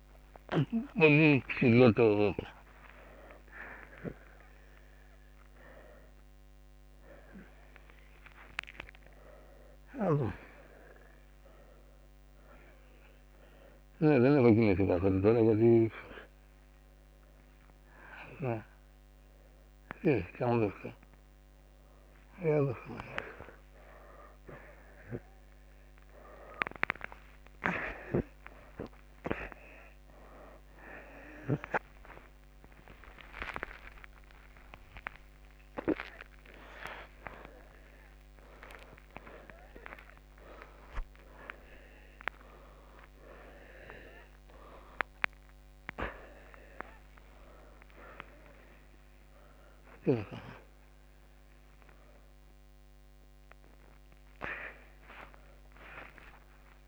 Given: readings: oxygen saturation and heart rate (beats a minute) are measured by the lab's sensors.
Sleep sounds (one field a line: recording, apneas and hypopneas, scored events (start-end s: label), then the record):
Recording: a person awake in a sleep study, by a microphone on the trachea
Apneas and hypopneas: none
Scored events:
0.00-1.50 s: snoring (device-marked)
22.00-37.00 s: oxygen desaturation (device-marked, oxygen 92% before, 88% lowest, heart rate 82 before, 71 extreme)
From the record:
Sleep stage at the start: awake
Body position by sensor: on the right side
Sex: male